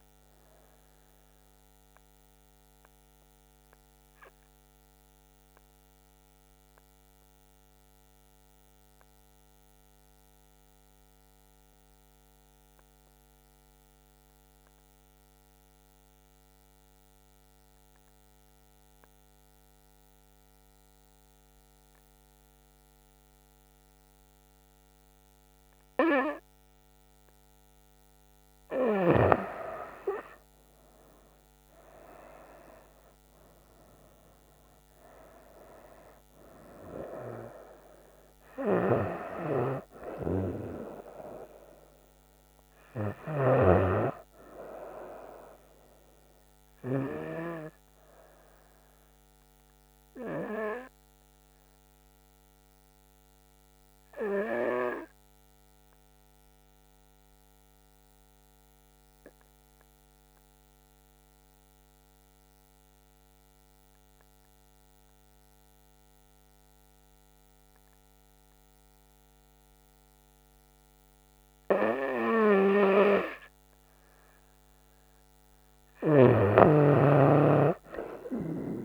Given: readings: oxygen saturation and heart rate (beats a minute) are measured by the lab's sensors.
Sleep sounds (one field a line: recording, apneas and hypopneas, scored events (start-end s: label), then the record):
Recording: breathing in sleep by a microphone on the trachea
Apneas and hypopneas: 2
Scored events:
2.00-29.00 s: obstructive apnea (oxygen 97% before, 91% lowest, heart rate 74 before, 66 extreme, up 10 after)
26.00-54.00 s: oxygen desaturation (device-marked, oxygen 99% before, 92% lowest, heart rate 68 before, 66 extreme)
33.00-37.50 s: arousal
54.00-72.00 s: obstructive apnea (oxygen 97% before, 92% lowest, heart rate 72 before, 67 extreme, up 6 after)
74.00-77.00 s: arousal
75.00-78.85 s: oxygen desaturation (device-marked, oxygen 97% before, 92% lowest, heart rate 69 before, 64 extreme)
From the record:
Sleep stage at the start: N2 (light sleep)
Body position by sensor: on the back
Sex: female